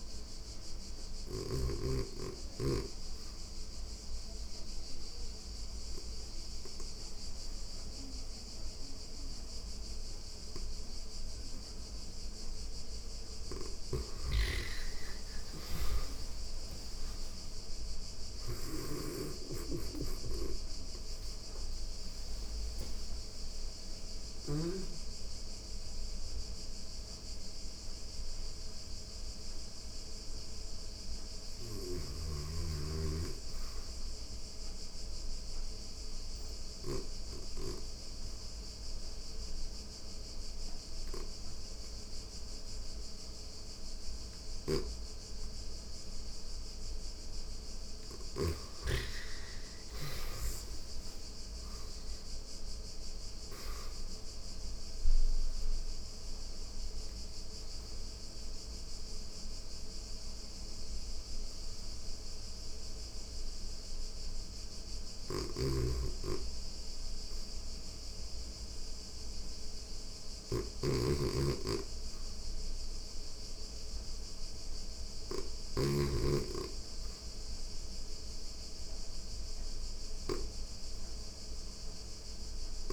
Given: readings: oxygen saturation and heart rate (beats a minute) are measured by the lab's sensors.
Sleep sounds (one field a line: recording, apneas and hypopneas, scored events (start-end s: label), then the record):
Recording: breathing in sleep by a room microphone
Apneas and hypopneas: 3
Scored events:
1.50-12.50 s: obstructive apnea (oxygen 99% before, 84% lowest, heart rate 92 before, 88 extreme, up 6 after)
8.00-33.00 s: oxygen desaturation (device-marked, oxygen 99% before, 84% lowest, heart rate 90 before, 87 extreme)
12.50-24.00 s: snoring (device-marked)
14.50-21.00 s: arousal
34.00-46.50 s: obstructive apnea (oxygen 98% before, 87% lowest, heart rate 93 before, 87 extreme, up 2 after)
43.50-47.50 s: snoring (device-marked)
47.00-50.50 s: arousal
50.00-64.00 s: oxygen desaturation (device-marked, oxygen 98% before, 87% lowest, heart rate 89 before, 88 extreme)
54.00-65.00 s: obstructive apnea (oxygen 99% before, 87% lowest, heart rate 89 before, 88 extreme, up 2 after)
64.50-75.00 s: snoring (device-marked)
67.00-71.50 s: arousal
76.00-82.93 s: oxygen desaturation (device-marked, oxygen 98% before, 87% lowest, heart rate 89 before, 87 extreme)
From the record:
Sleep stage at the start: N2 (light sleep)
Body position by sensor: on the back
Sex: female